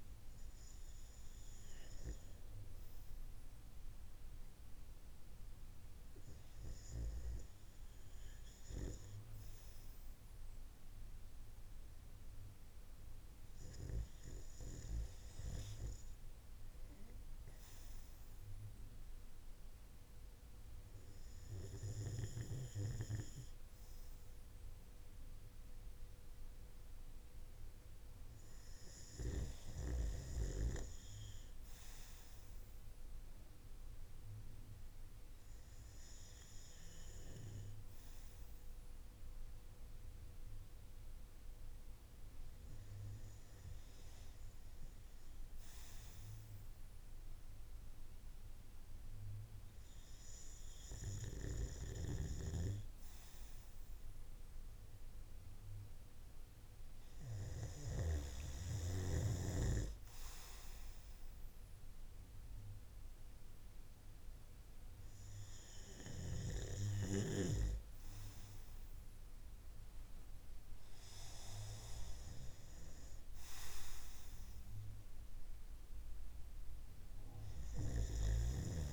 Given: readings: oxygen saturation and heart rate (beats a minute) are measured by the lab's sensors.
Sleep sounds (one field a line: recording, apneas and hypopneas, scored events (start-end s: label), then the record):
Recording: breathing in sleep by a room microphone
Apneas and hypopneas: none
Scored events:
51.00-57.00 s: snoring (device-marked)
74.50-78.93 s: new sleep stage, REM sleep
From the record:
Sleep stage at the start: N2 (light sleep)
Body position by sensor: on the right side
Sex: male